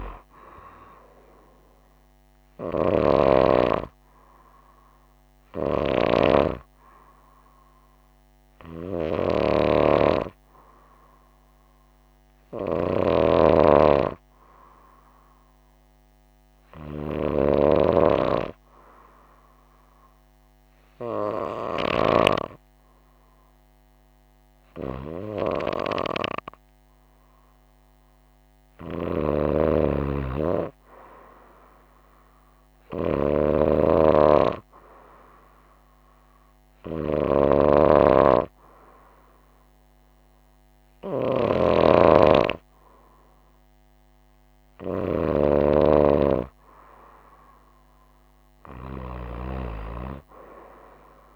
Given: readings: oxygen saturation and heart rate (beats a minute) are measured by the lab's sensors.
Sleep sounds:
breathing in sleep by a microphone on the trachea; none
none scored
From the record:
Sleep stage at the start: N2 (light sleep); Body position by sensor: on the right side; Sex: female

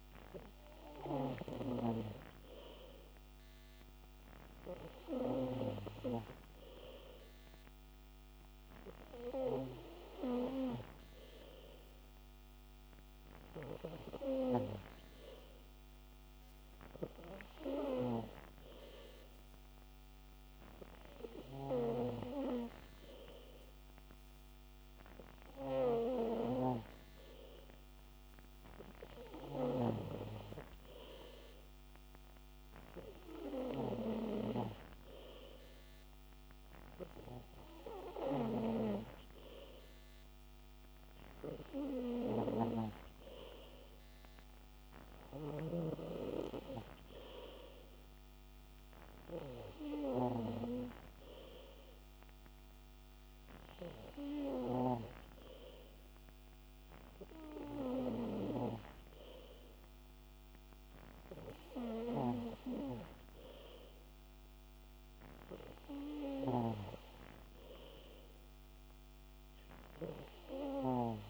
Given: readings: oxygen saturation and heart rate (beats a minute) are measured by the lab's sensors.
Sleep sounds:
breathing in sleep by a microphone on the trachea; none
none scored
From the record:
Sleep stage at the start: N3 (deep sleep); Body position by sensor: on the back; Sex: male

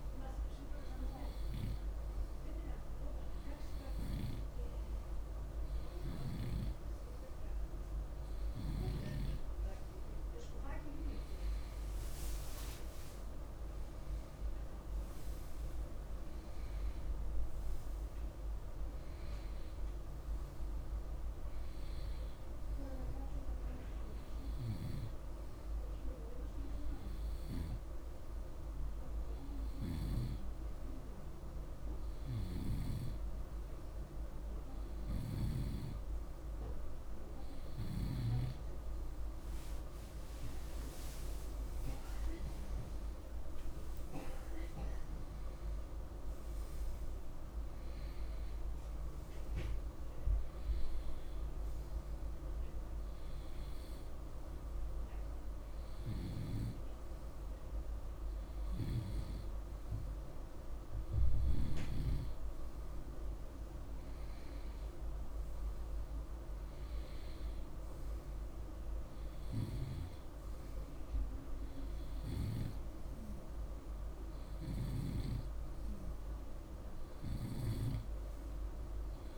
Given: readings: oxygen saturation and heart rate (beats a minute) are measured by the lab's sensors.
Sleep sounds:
breathing in sleep by a room microphone; none
none scored
From the record:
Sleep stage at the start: N2 (light sleep); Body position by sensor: on the right side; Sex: male

